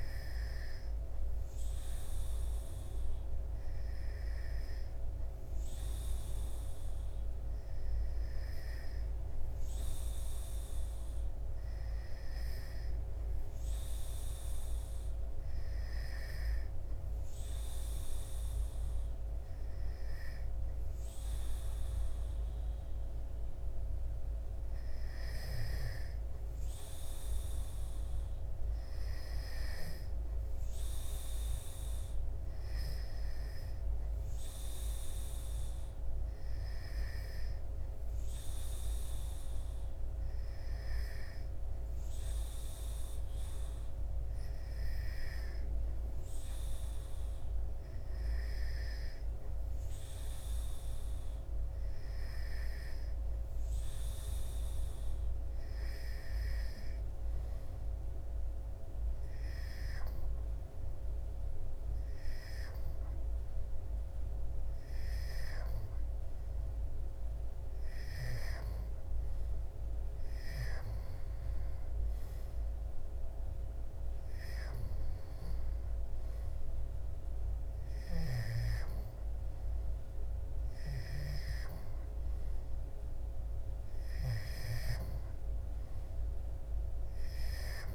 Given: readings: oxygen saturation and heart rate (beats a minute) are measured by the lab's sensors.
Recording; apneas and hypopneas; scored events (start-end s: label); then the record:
breathing in sleep, hard to hear, by a room microphone; none
none scored
From the record:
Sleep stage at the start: N2 (light sleep); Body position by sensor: on the back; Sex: male